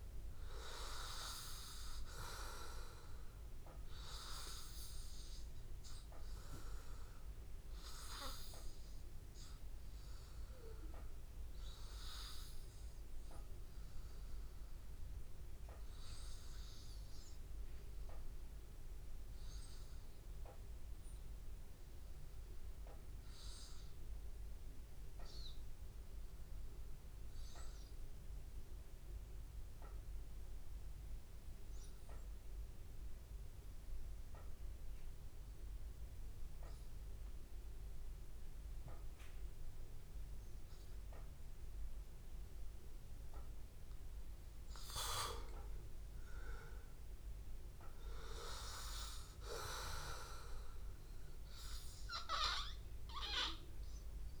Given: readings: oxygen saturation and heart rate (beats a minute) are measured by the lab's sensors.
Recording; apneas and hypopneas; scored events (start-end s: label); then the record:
breathing in sleep by a room microphone; 1
0.00-13.50 s: oxygen desaturation (device-marked, oxygen 93% lowest, heart rate 80 extreme)
10.00-46.00 s: obstructive apnea (oxygen 97% before, 93% lowest, heart rate 84 before, 79 extreme, up 3 after)
33.50-35.50 s: long interval between heartbeats (device-marked, heart rate 81 before, 82 extreme)
39.50-54.40 s: oxygen desaturation (device-marked, oxygen 98% before, 94% lowest, heart rate 82 before, 81 extreme)
47.50-51.50 s: arousal
From the record:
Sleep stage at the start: N2 (light sleep); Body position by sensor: on the back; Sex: male